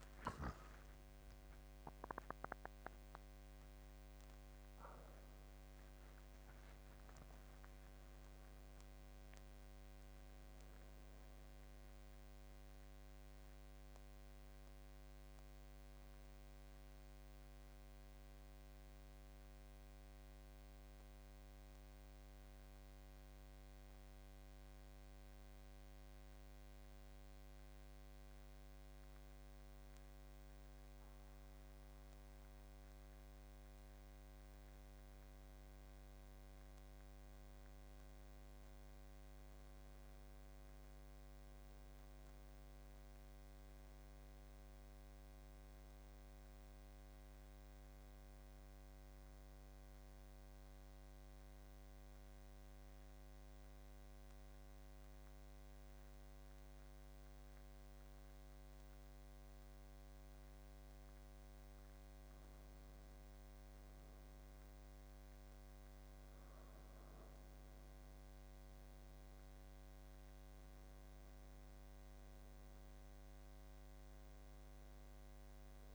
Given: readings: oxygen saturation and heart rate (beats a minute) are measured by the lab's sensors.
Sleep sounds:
a person partly awake in a sleep study, hard to hear, by a microphone on the trachea; 2
11.00-41.00 s: new sleep stage, N1 (lightest sleep)
20.50-33.00 s: central apnea (oxygen 98% before, 92% lowest, heart rate 91 before, 78 extreme, up 7 after)
34.00-56.00 s: oxygen desaturation (device-marked, oxygen 97% before, 92% lowest, heart rate 83 before, 80 extreme)
36.00-39.50 s: arousal
41.00-75.95 s: new sleep stage, N2 (light sleep)
50.00-61.00 s: mixed apnea (oxygen 97% before, 90% lowest, heart rate 83 before, 80 extreme, up 6 after)
66.50-70.00 s: arousal
69.00-75.95 s: oxygen desaturation (device-marked, oxygen 96% before, 92% lowest, heart rate 83 before, 81 extreme)
From the record:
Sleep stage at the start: awake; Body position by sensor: on the back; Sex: male

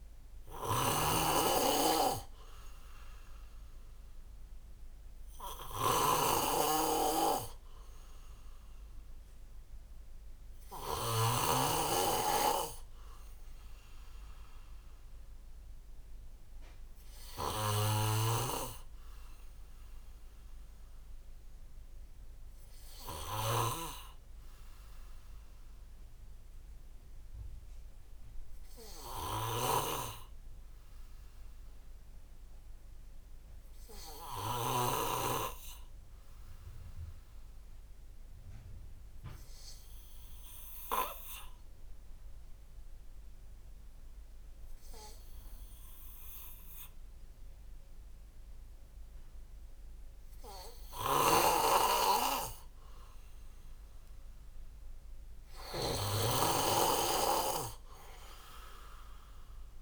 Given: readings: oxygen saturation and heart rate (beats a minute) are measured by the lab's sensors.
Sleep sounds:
breathing in sleep by a room microphone; 1
0.00-11.00 s: snoring (device-marked)
17.50-34.50 s: snoring (device-marked)
21.00-23.50 s: arousal
26.00-50.00 s: obstructive apnea (oxygen 97% before, 95% lowest, heart rate 59 before, 57 extreme, up 3 after)
50.50-59.82 s: snoring (device-marked)
52.50-56.00 s: arousal
From the record:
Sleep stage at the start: N2 (light sleep); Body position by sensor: on the back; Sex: male

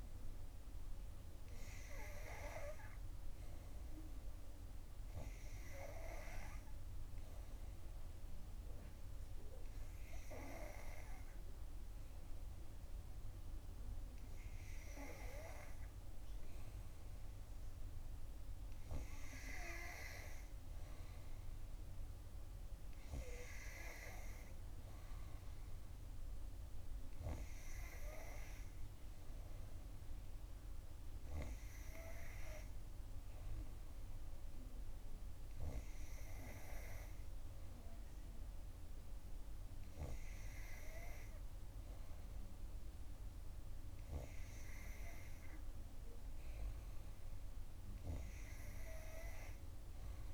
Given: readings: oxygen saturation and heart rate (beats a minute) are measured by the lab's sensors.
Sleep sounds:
breathing in sleep by a room microphone; none
none scored
From the record:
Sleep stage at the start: N2 (light sleep); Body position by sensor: on the back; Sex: female

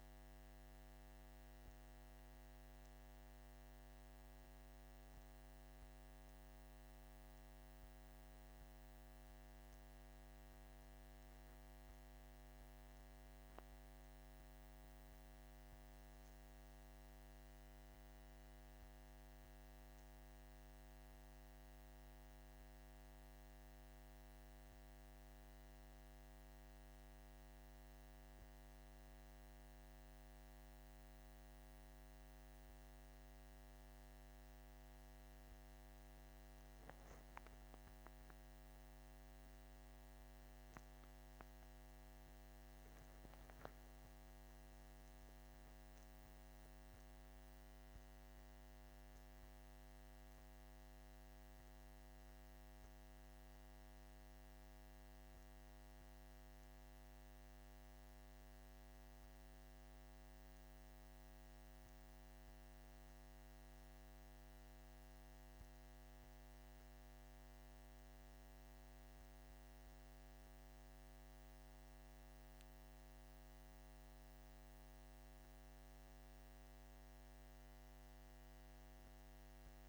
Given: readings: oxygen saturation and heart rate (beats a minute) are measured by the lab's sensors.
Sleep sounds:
breathing in sleep, hard to hear, by a microphone on the trachea; none
42.00-46.50 s: arousal
From the record:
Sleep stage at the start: N2 (light sleep); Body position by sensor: on the back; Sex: male

